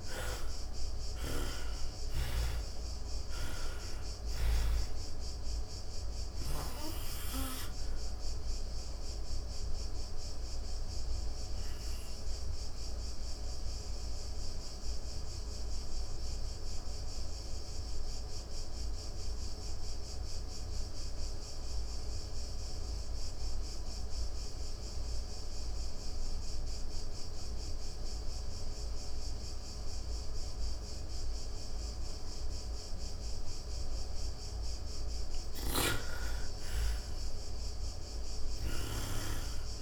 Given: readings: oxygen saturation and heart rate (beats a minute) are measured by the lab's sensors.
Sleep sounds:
breathing in sleep by a room microphone; 1
0.00-1.00 s: snoring (device-marked)
0.00-2.50 s: arousal
0.00-27.00 s: oxygen desaturation (device-marked, oxygen 57% lowest, heart rate 104 extreme)
7.00-33.00 s: obstructive apnea (oxygen 92% before, 57% lowest, heart rate 132 before, 86 extreme, up 15 after)
34.50-38.50 s: arousal
38.50-39.82 s: snoring (device-marked)
From the record:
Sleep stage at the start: N2 (light sleep); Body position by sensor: on the back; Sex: female

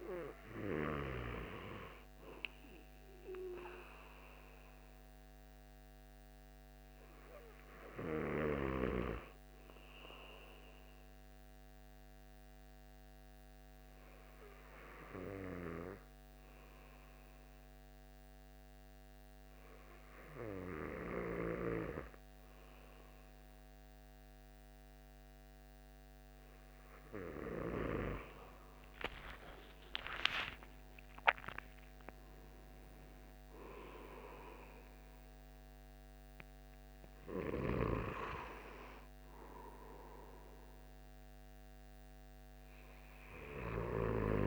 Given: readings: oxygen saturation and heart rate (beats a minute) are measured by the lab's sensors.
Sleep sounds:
breathing in sleep by a microphone on the trachea; 1
10.00-26.00 s: hypopnea (oxygen 97% before, 94% lowest, heart rate 72 before, 66 extreme, up 51 after)
29.50-33.50 s: arousal
From the record:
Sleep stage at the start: N2 (light sleep); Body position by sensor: on the back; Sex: male

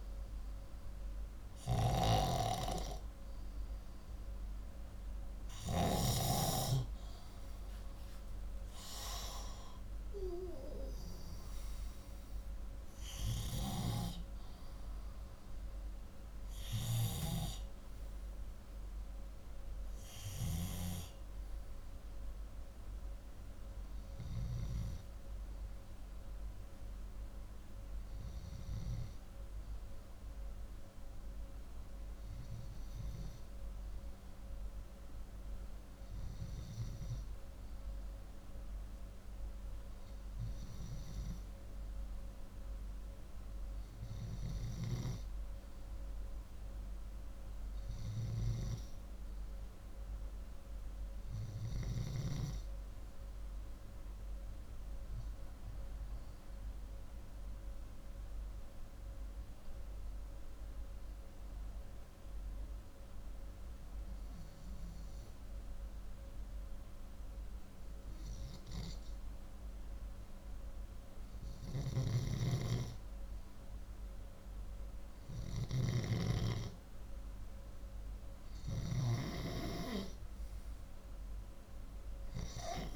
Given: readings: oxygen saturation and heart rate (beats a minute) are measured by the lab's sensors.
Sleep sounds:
breathing in sleep by a room microphone; 1
0.00-12.50 s: oxygen desaturation (device-marked, oxygen 93% lowest, heart rate 156 extreme)
56.50-71.00 s: obstructive apnea (oxygen 96% before, 91% lowest, heart rate 186 before, 102 extreme, up 35 after)
71.00-78.50 s: snoring (device-marked)
73.50-76.50 s: arousal
From the record:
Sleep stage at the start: N2 (light sleep); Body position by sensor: upright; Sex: male

